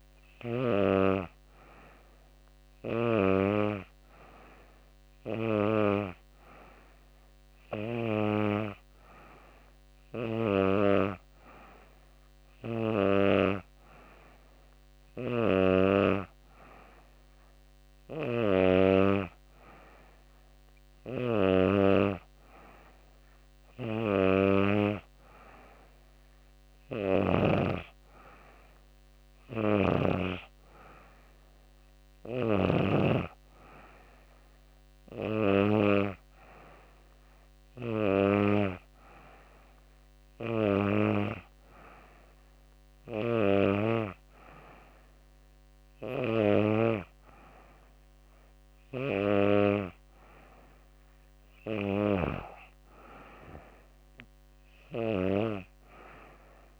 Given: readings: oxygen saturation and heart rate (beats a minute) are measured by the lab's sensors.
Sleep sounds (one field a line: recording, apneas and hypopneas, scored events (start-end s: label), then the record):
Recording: breathing in sleep by a microphone on the trachea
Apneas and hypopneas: none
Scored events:
26.00-32.00 s: snoring (device-marked)
From the record:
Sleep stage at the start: N2 (light sleep)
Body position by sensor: on the back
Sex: female